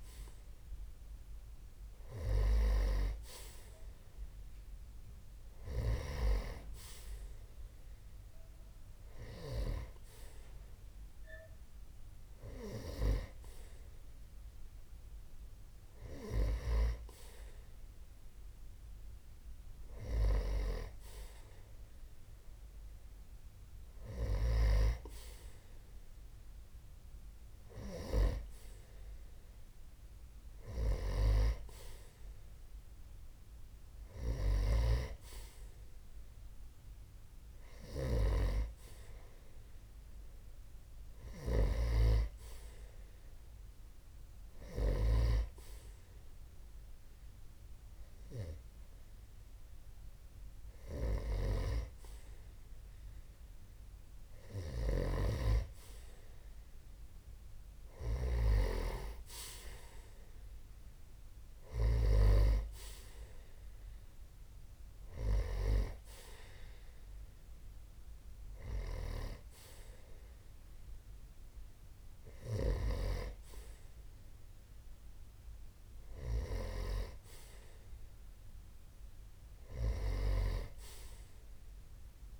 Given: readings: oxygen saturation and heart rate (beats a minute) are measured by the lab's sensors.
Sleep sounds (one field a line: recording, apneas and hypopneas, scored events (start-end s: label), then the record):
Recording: breathing in sleep by a room microphone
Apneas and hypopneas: none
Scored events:
7.00-18.00 s: oxygen desaturation (device-marked, oxygen 92% before, 89% lowest)
33.50-41.00 s: snoring (device-marked)
54.00-61.50 s: snoring (device-marked)
From the record:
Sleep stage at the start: N2 (light sleep)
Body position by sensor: on the right side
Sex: male